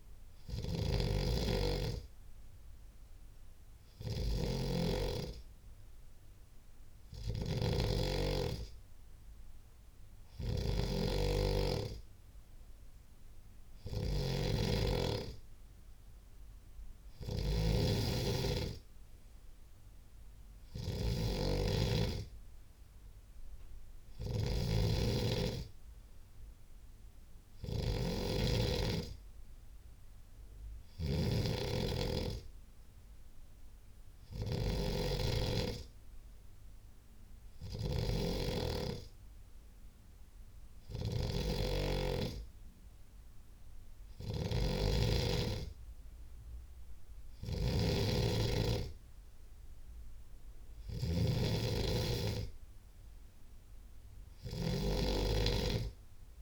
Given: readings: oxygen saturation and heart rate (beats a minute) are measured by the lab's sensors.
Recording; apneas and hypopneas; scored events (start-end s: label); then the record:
breathing in sleep by a room microphone; none
none scored
From the record:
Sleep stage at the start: N3 (deep sleep); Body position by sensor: on the left side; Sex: male